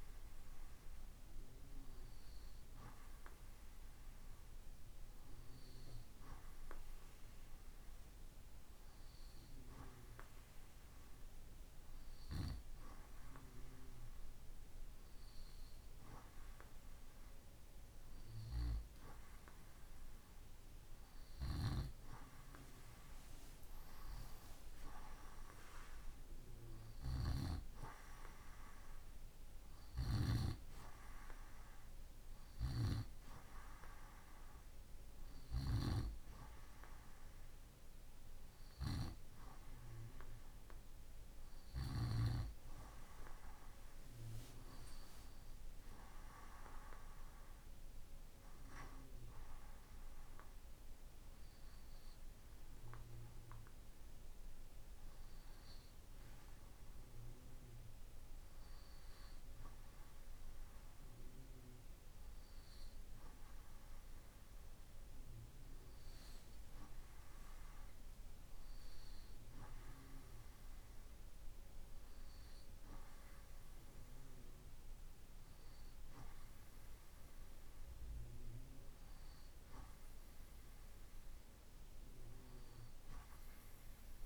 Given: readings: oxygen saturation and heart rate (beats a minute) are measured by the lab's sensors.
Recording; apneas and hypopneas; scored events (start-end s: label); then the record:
breathing in sleep by a room microphone; none
none scored
From the record:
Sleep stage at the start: N2 (light sleep); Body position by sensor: on the right side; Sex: male